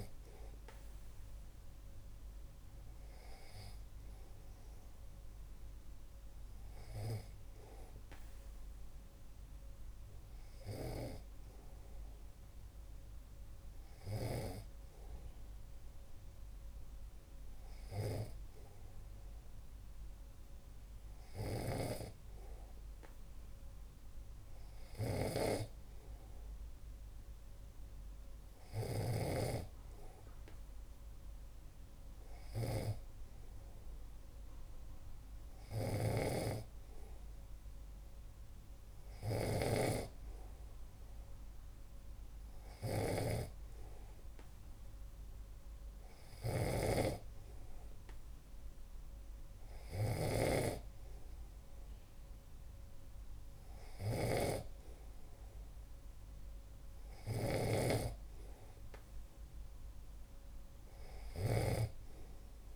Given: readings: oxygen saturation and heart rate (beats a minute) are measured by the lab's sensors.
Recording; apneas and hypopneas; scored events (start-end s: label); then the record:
breathing in sleep by a room microphone; none
21.50-29.50 s: snoring (device-marked)
35.50-62.00 s: snoring (device-marked)
From the record:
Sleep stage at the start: N2 (light sleep); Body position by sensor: on the back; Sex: male